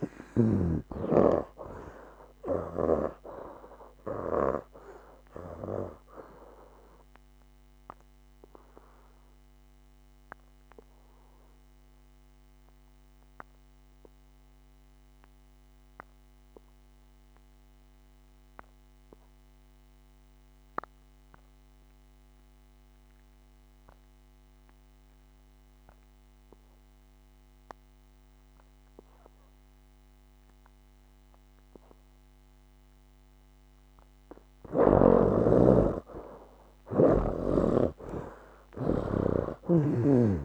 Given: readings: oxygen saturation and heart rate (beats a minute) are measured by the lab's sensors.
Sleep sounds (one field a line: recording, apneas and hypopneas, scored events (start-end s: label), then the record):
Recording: breathing in sleep by a microphone on the trachea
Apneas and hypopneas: 1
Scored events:
0.00-3.00 s: snoring (device-marked)
0.00-25.00 s: oxygen desaturation (device-marked, oxygen 75% lowest, heart rate 63 extreme)
6.50-33.50 s: obstructive apnea (oxygen 99% before, 72% lowest, heart rate 73 before, 63 extreme, up 11 after)
27.00-40.44 s: oxygen desaturation (device-marked, oxygen 98% before, 72% lowest, heart rate 73 before, 63 extreme)
37.50-40.44 s: arousal
From the record:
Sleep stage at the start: N2 (light sleep)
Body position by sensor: on the back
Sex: male